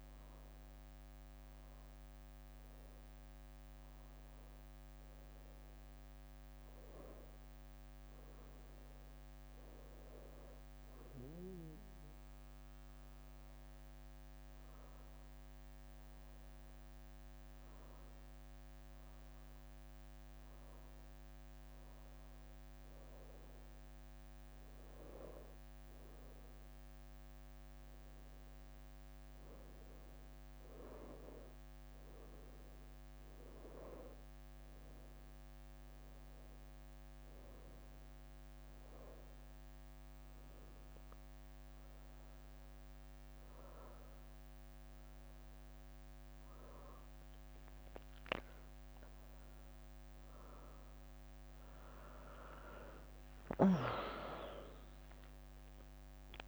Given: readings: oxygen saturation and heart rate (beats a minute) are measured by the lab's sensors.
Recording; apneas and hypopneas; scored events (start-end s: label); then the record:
breathing in sleep by a microphone on the trachea; none
0.00-3.50 s: leg movement (device-marked)
4.00-5.50 s: leg movement (device-marked)
13.50-15.00 s: leg movement (device-marked)
16.00-18.00 s: leg movement (device-marked)
19.00-20.50 s: leg movement (device-marked)
21.50-23.00 s: leg movement (device-marked)
24.50-26.00 s: leg movement (device-marked)
28.00-29.50 s: leg movement (device-marked)
45.00-56.48 s: new sleep stage, N1 (lightest sleep)
46.00-47.50 s: leg movement (device-marked)
47.50-50.50 s: leg movement (device-marked)
49.00-54.00 s: arousal
52.00-56.48 s: leg movement (device-marked)
54.50-56.48 s: long interval between heartbeats (device-marked, heart rate 75 before, 90 extreme)
From the record:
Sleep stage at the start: N2 (light sleep); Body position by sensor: on the right side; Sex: female